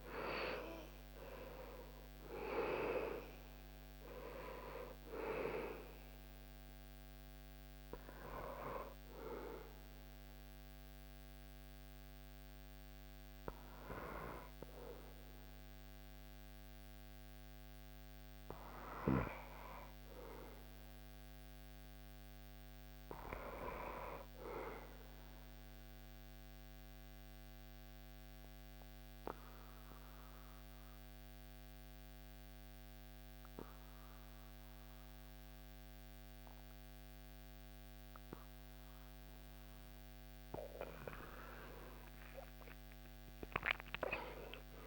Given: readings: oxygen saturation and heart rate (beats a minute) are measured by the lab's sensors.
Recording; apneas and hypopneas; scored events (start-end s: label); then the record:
breathing in sleep by a microphone on the trachea; 1
1.50-8.50 s: oxygen desaturation (device-marked, oxygen 98% before, 94% lowest, heart rate 66 before, 75 extreme)
8.00-14.00 s: arousal
13.50-30.50 s: oxygen desaturation (device-marked, oxygen 96% before, 85% lowest, heart rate 74 before, 75 extreme)
25.00-39.00 s: obstructive apnea (oxygen 98% before, 85% lowest, heart rate 78 before, 75 extreme, up 8 after)
42.00-44.87 s: arousal
From the record:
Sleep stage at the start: N1 (lightest sleep); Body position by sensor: on the back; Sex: male